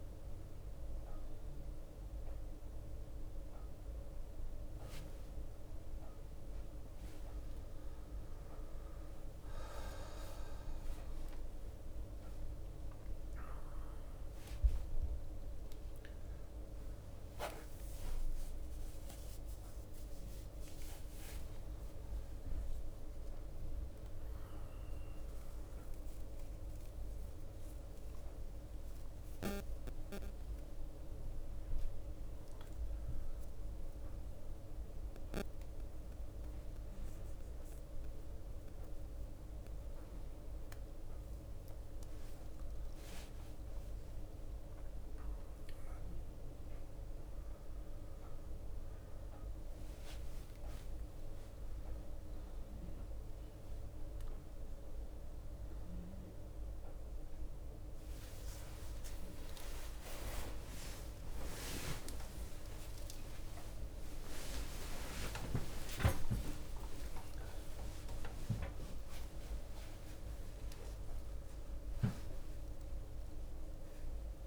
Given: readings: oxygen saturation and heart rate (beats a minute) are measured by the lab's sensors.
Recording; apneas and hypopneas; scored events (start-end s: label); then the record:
a person awake in a sleep study, by a room microphone; none
4.50-8.50 s: bradycardia (device-marked, heart rate 62 before, 59 extreme)
12.50-14.50 s: long interval between heartbeats (device-marked, heart rate 62 before, 69 extreme)
14.50-16.50 s: long interval between heartbeats (device-marked, heart rate 63 before, 78 extreme)
43.00-45.00 s: long interval between heartbeats (device-marked, heart rate 64 before, 67 extreme)
60.50-62.50 s: bradycardia (device-marked, heart rate 63 before, 70 extreme)
61.00-63.00 s: long interval between heartbeats (device-marked, heart rate 65 before, 70 extreme)
63.50-74.47 s: drop in pulse transit time (device-marked, heart rate 66 before, 34 extreme)
67.50-69.50 s: long interval between heartbeats (device-marked, heart rate 64 before, 81 extreme)
71.50-74.47 s: bradycardia (device-marked, heart rate 64 before, 34 extreme)
From the record:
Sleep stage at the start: awake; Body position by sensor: on the back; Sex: male